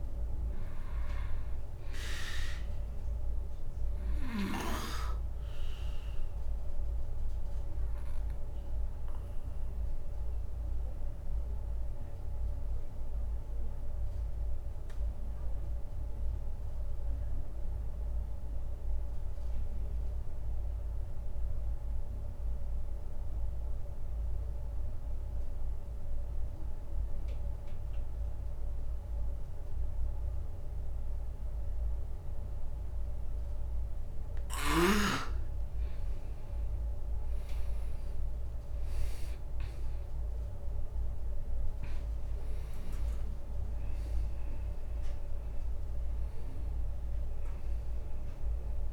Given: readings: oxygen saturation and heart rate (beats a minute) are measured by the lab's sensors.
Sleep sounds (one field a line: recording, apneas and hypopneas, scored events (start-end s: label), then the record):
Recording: breathing in sleep, hard to hear, by a room microphone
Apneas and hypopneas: 1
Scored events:
0.00-22.50 s: oxygen desaturation (device-marked, oxygen 94% lowest)
6.00-34.50 s: obstructive apnea (oxygen 99% before, 91% lowest)
36.50-40.00 s: arousal
38.50-48.93 s: oxygen desaturation (device-marked, oxygen 98% before, 91% lowest, heart rate 54 before, 27 extreme)
From the record:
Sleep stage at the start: N2 (light sleep)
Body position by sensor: on the back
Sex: male